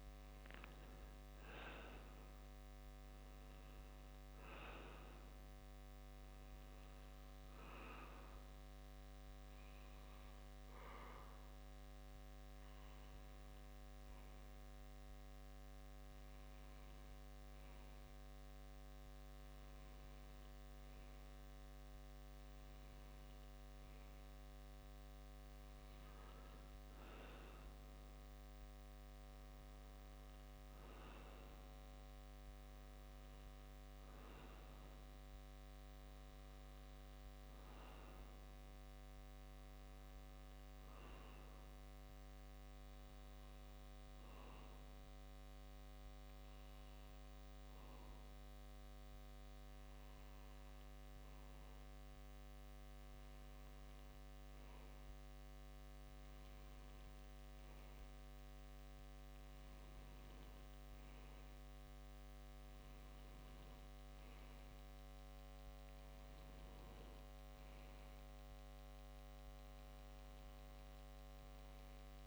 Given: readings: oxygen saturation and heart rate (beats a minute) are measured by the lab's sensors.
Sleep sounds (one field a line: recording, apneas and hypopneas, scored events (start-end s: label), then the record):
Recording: breathing in sleep, hard to hear, by a microphone on the trachea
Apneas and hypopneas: none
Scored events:
47.00-49.00 s: bradycardia (device-marked, heart rate 62 before, 60 extreme)
From the record:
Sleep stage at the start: N2 (light sleep)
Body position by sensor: on the left side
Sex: male